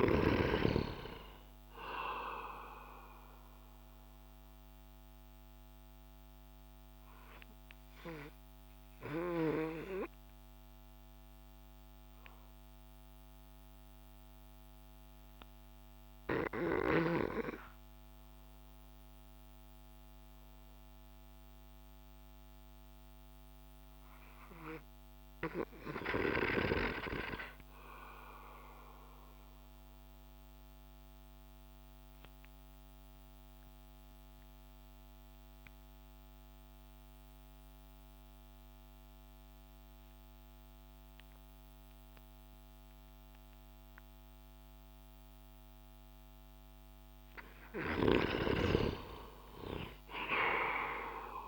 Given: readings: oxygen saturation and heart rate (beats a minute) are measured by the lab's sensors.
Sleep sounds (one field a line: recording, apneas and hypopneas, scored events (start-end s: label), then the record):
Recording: breathing in sleep by a microphone on the trachea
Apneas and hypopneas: 1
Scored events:
0.00-2.50 s: arousal
6.00-45.00 s: obstructive apnea (oxygen 94% before, 91% lowest)
48.50-51.48 s: arousal
From the record:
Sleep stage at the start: N2 (light sleep)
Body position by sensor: on the back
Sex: male